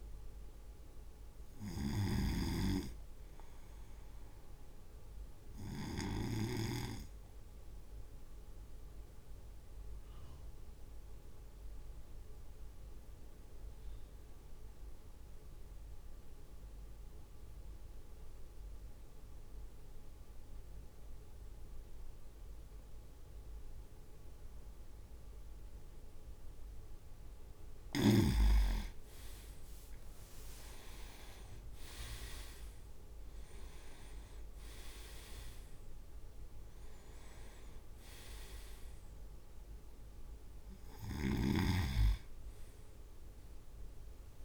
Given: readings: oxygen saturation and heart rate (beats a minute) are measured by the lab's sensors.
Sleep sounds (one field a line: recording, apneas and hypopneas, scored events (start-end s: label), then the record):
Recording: breathing in sleep by a room microphone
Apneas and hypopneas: 1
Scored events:
0.00-6.50 s: snoring (device-marked)
7.00-27.00 s: obstructive apnea (oxygen 100% before, 96% lowest, heart rate 57 before, 52 extreme, up 7 after)
29.50-31.00 s: leg movement (device-marked)
31.50-44.45 s: drop in pulse transit time (device-marked, heart rate 53 before, 53 extreme)
32.00-33.00 s: leg movement (device-marked)
32.00-37.00 s: arousal
From the record:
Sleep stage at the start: N2 (light sleep)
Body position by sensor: on the right side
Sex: male